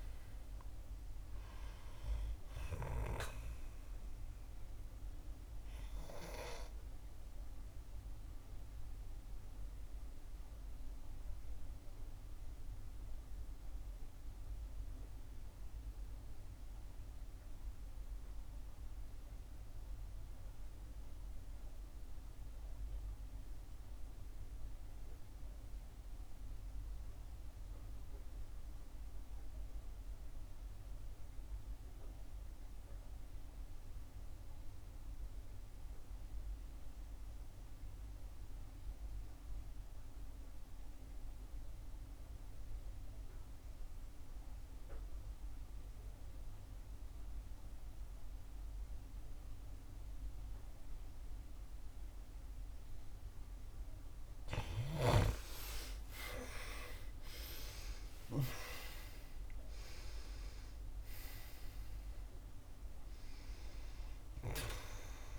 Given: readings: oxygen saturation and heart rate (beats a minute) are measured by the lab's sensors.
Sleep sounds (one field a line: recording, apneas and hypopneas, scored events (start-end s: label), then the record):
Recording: breathing in sleep by a room microphone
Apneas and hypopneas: 1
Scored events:
0.00-22.00 s: oxygen desaturation (device-marked, oxygen 74% lowest, heart rate 62 extreme)
5.00-53.00 s: obstructive apnea (oxygen 94% before, 73% lowest, heart rate 69 before, 62 extreme, up 10 after)
41.00-65.38 s: oxygen desaturation (device-marked, oxygen 95% before, 73% lowest, heart rate 65 before, 60 extreme)
55.50-61.50 s: arousal
From the record:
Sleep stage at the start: N2 (light sleep)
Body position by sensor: on the back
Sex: female